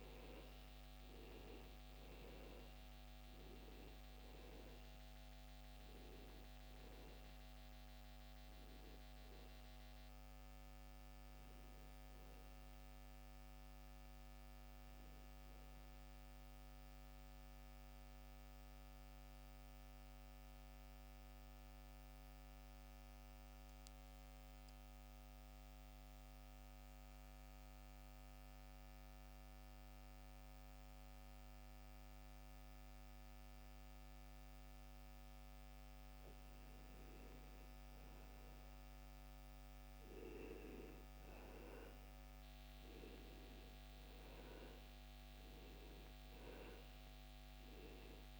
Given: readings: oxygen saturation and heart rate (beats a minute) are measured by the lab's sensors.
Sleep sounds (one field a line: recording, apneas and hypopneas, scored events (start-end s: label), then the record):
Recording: breathing in sleep by a microphone on the trachea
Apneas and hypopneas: 1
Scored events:
0.00-35.00 s: oxygen desaturation (device-marked, oxygen 85% lowest, heart rate 55 extreme)
16.00-36.00 s: mixed apnea (oxygen 95% before, 85% lowest, heart rate 73 before, 55 extreme, up 1 after)
37.50-41.50 s: arousal
From the record:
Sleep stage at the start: N2 (light sleep)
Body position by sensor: on the back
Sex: male